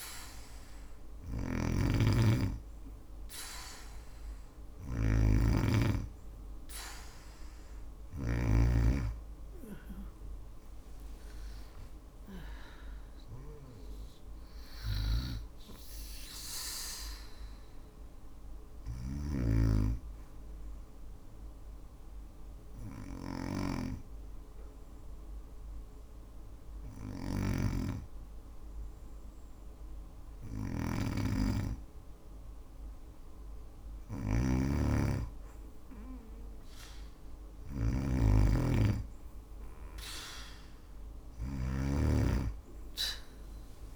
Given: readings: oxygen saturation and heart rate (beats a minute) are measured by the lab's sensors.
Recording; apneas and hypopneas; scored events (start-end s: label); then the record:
breathing in sleep by a room microphone; 1
0.00-7.50 s: snoring (device-marked)
9.00-11.50 s: arousal
14.00-41.00 s: snoring (device-marked)
18.00-31.00 s: hypopnea (oxygen 95% before, 92% lowest)
40.50-43.96 s: oxygen desaturation (device-marked, oxygen 96% before, 92% lowest)
42.00-43.96 s: arousal
From the record:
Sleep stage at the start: N2 (light sleep); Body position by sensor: on the back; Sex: female